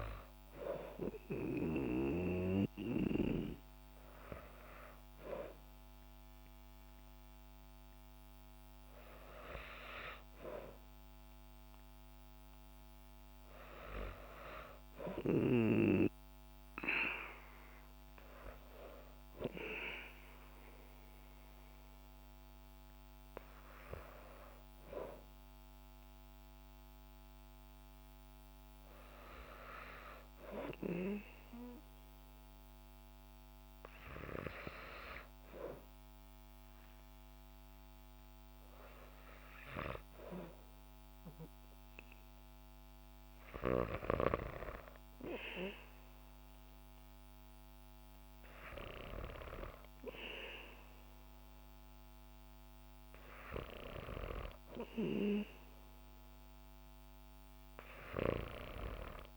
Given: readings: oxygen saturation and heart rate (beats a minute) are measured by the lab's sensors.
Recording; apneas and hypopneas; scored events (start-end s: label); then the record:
breathing in sleep by a microphone on the trachea; none
none scored
From the record:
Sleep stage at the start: N2 (light sleep); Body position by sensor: on the back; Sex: female